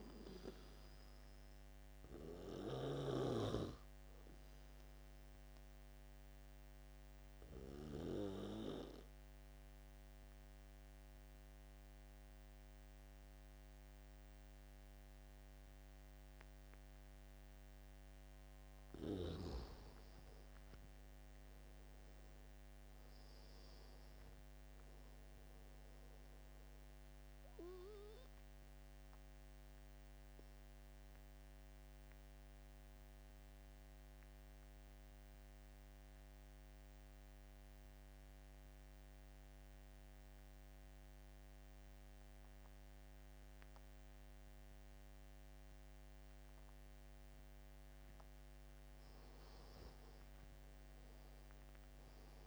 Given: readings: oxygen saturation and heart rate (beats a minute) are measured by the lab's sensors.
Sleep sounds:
breathing in sleep by a microphone on the trachea; 2
0.00-22.00 s: oxygen desaturation (device-marked, oxygen 82% lowest, heart rate 69 extreme)
3.50-19.00 s: obstructive apnea (oxygen 98% before, 81% lowest, heart rate 78 before, 69 extreme, up 12 after)
21.00-25.50 s: arousal
28.50-47.50 s: obstructive apnea (oxygen 98% before, 80% lowest, heart rate 76 before, 68 extreme, up 9 after)
38.00-44.00 s: oxygen desaturation (device-marked, oxygen 96% before, 92% lowest, heart rate 76 before, 75 extreme)
46.00-52.47 s: oxygen desaturation (device-marked, oxygen 97% before, 81% lowest, heart rate 74 before, 67 extreme)
49.50-52.47 s: arousal
From the record:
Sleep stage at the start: N2 (light sleep); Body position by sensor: on the back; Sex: male

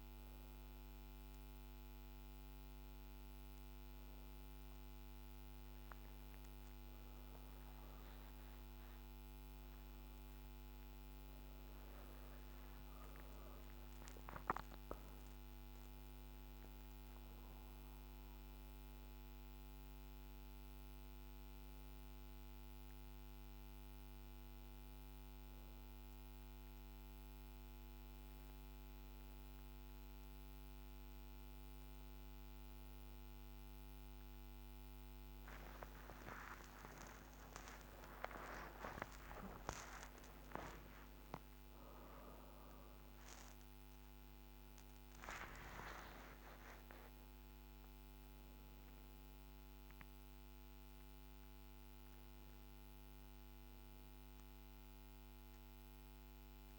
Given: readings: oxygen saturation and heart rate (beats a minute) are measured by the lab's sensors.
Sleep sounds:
a person awake in a sleep study, by a microphone on the trachea; none
none scored
From the record:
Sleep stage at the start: awake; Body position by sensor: on the back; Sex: female

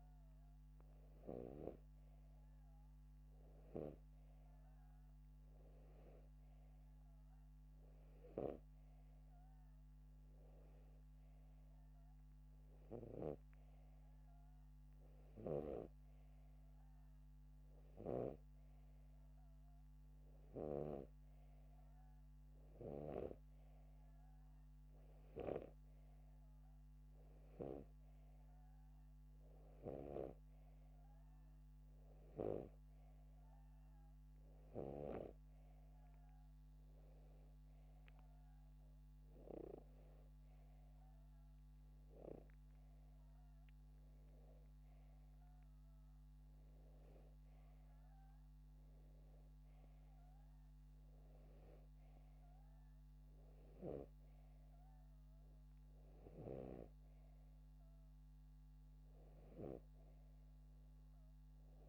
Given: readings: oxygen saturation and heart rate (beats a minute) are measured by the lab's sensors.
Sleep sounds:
breathing in sleep by a microphone on the trachea; none
none scored
From the record:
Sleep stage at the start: N2 (light sleep); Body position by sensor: upright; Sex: male

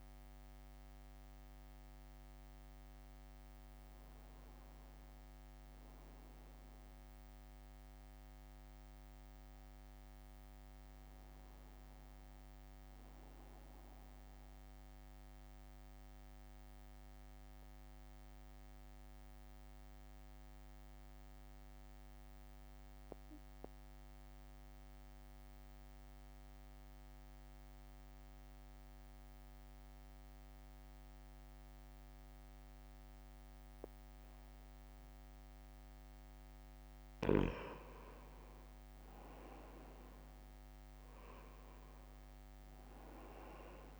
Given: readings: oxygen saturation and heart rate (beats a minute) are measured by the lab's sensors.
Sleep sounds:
breathing in sleep by a microphone on the trachea; 1
0.00-10.50 s: drop in pulse transit time (device-marked, heart rate 58 extreme)
13.00-15.00 s: long interval between heartbeats (device-marked, heart rate 63 before, 66 extreme)
15.00-35.50 s: central apnea (oxygen 90% before, 87% lowest, heart rate 64 before, 58 extreme, up 5 after)
38.50-43.00 s: arousal
38.50-44.00 s: oxygen desaturation (device-marked, oxygen 98% before, 91% lowest, heart rate 61 before, 58 extreme)
From the record:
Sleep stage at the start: N2 (light sleep); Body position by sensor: on the right side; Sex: male

